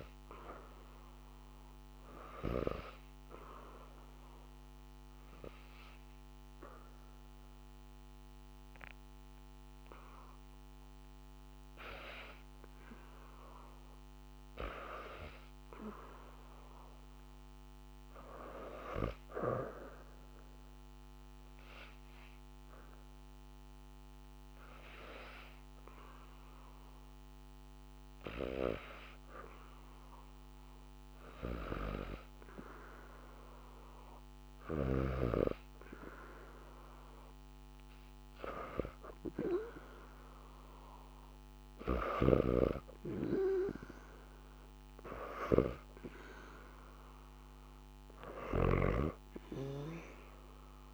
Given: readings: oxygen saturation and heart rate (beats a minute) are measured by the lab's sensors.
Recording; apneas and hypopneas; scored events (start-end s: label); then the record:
breathing in sleep by a microphone on the trachea; 1
1.00-23.00 s: oxygen desaturation (device-marked, oxygen 97% before, 83% lowest, heart rate 76 before, 73 extreme)
2.50-13.50 s: hypopnea (oxygen 97% before, 83% lowest, heart rate 76 before, 73 extreme, up 2 after)
15.00-19.00 s: arousal
From the record:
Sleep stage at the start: N2 (light sleep); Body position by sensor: on the back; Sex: female